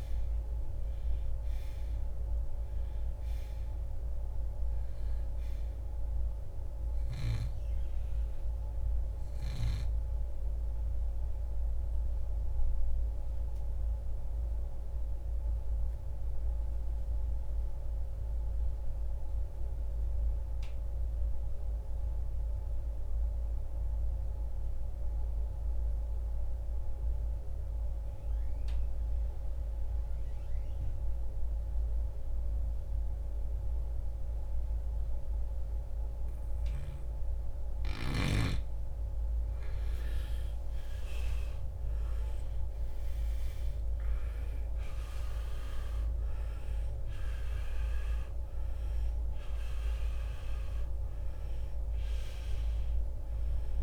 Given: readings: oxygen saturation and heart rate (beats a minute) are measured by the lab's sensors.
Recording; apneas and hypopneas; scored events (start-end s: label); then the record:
breathing in sleep, hard to hear, by a room microphone; 1
0.00-32.00 s: oxygen desaturation (device-marked, oxygen 86% lowest, heart rate 44 extreme)
12.00-37.00 s: obstructive apnea (oxygen 97% before, 82% lowest, heart rate 73 before, 44 extreme, up 4 after)
39.50-44.00 s: arousal
44.00-53.83 s: oxygen desaturation (device-marked, oxygen 95% before, 82% lowest, heart rate 58 before, 58 extreme)
From the record:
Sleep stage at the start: N2 (light sleep); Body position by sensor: on the right side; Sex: male